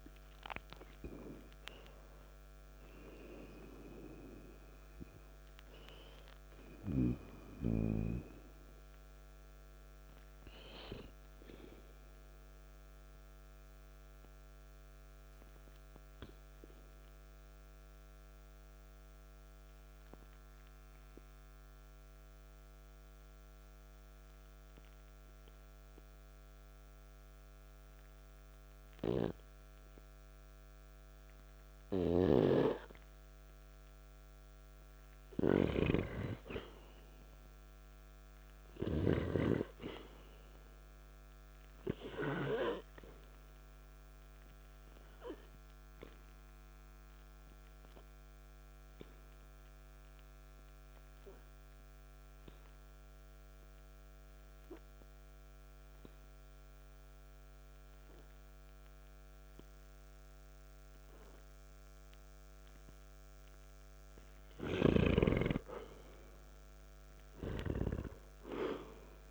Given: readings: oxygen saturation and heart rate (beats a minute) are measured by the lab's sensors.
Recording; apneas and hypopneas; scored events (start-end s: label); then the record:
breathing in sleep by a microphone on the trachea; 2
14.00-30.50 s: obstructive apnea (oxygen 97% before, 89% lowest, heart rate 61 before, 55 extreme, up 0 after)
15.50-28.50 s: oxygen desaturation (device-marked, oxygen 94% before, 89% lowest, heart rate 62 before, 55 extreme)
33.50-37.00 s: arousal
43.00-64.50 s: obstructive apnea (oxygen 98% before, 88% lowest, heart rate 57 before, 56 extreme, up 0 after)
44.50-63.50 s: oxygen desaturation (device-marked, oxygen 98% before, 90% lowest, heart rate 56 before, 56 extreme)
66.50-69.31 s: arousal
From the record:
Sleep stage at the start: N2 (light sleep); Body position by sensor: on the back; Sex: male